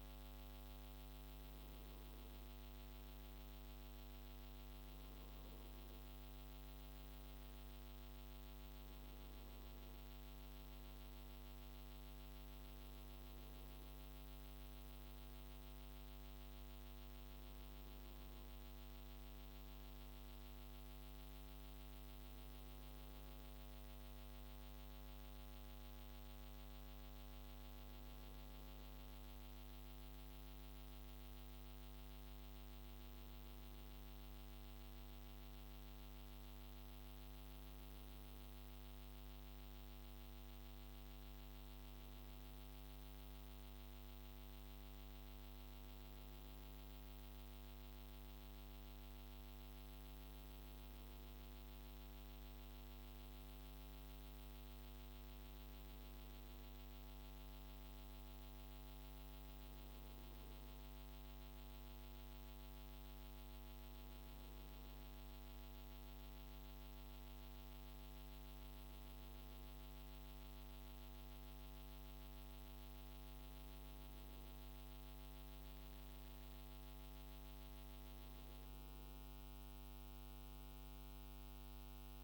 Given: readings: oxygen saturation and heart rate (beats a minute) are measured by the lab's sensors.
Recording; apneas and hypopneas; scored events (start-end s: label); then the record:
breathing in sleep, hard to hear, by a microphone on the trachea; none
none scored
From the record:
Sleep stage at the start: N2 (light sleep); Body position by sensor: on the right side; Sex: male